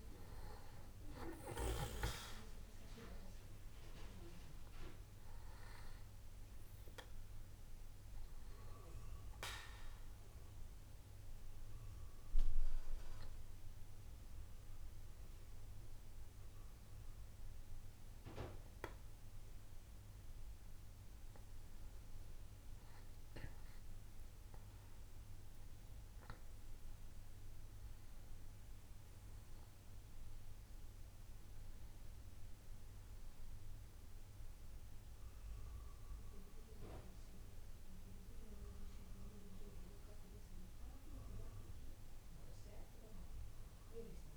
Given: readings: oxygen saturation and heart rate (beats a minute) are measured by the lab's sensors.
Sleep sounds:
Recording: breathing in sleep by a room microphone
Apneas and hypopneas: 1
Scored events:
3.00-7.00 s: arousal
11.00-22.00 s: hypopnea (oxygen 95% before, 93% lowest, heart rate 69 before, 65 extreme, up 11 after)
24.50-28.00 s: arousal
From the record:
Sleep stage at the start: N2 (light sleep)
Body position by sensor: on the back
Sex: male

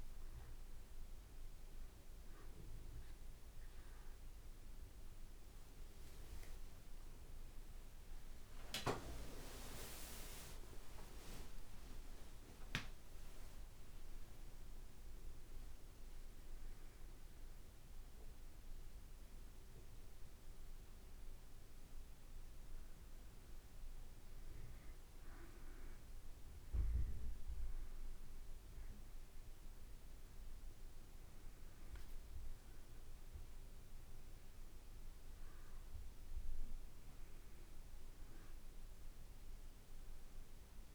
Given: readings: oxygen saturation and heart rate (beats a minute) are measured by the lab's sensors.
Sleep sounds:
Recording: breathing in sleep by a room microphone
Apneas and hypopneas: none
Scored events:
0.00-8.50 s: oxygen desaturation (device-marked, oxygen 91% lowest, heart rate 58 extreme)
7.50-13.50 s: tachycardia (device-marked, heart rate 61 before, 136 extreme)
9.50-11.50 s: long interval between heartbeats (device-marked, heart rate 61 before, 95 extreme)
9.50-20.50 s: drop in pulse transit time (device-marked, heart rate 61 before, 64 extreme)
10.50-14.00 s: arousal
11.50-13.50 s: long interval between heartbeats (device-marked, heart rate 66 before, 135 extreme)
From the record:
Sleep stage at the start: N2 (light sleep)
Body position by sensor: on the back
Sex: male

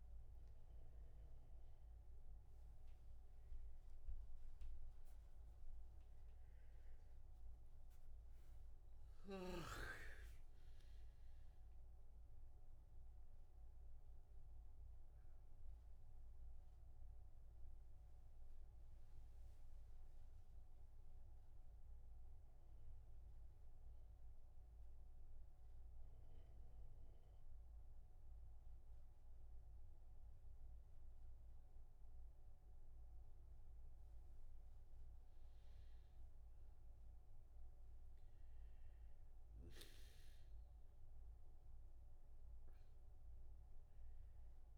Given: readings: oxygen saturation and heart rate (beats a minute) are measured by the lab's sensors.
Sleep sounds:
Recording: breathing in sleep, hard to hear, by a room microphone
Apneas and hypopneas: none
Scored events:
6.50-10.00 s: arousal
15.00-33.00 s: oxygen desaturation (device-marked, oxygen 96% before, 93% lowest)
From the record:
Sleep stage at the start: N1 (lightest sleep)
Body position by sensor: on the back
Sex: male

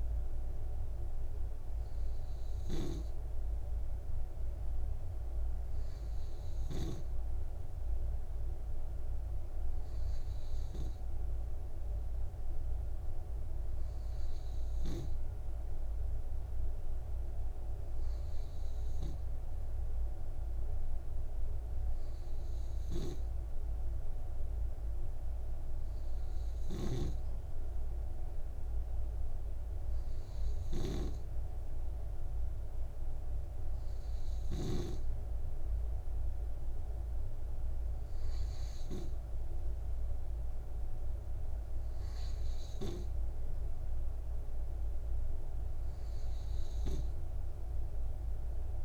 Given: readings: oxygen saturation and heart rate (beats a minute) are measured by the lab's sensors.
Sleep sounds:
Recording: breathing in sleep by a room microphone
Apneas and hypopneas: none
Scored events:
none scored
From the record:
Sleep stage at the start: N2 (light sleep)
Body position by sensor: on the right side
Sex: male

